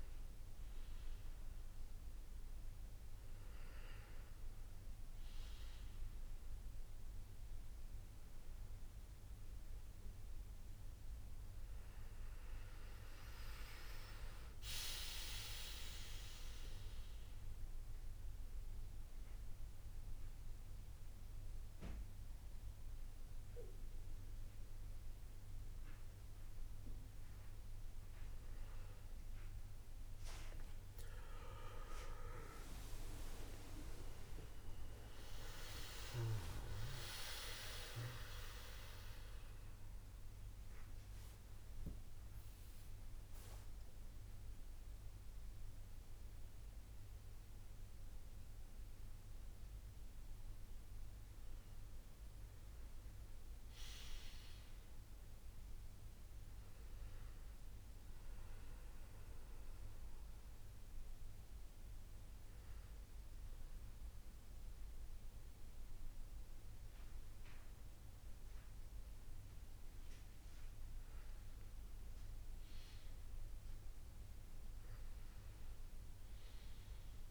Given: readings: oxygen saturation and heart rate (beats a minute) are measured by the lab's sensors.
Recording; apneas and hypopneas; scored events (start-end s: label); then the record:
breathing in sleep by a room microphone; none
31.50-36.00 s: arousal
58.00-65.00 s: oxygen desaturation (device-marked, oxygen 98% before, 92% lowest, heart rate 91 before, 81 extreme)
From the record:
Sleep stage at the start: N1 (lightest sleep); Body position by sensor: on the back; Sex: male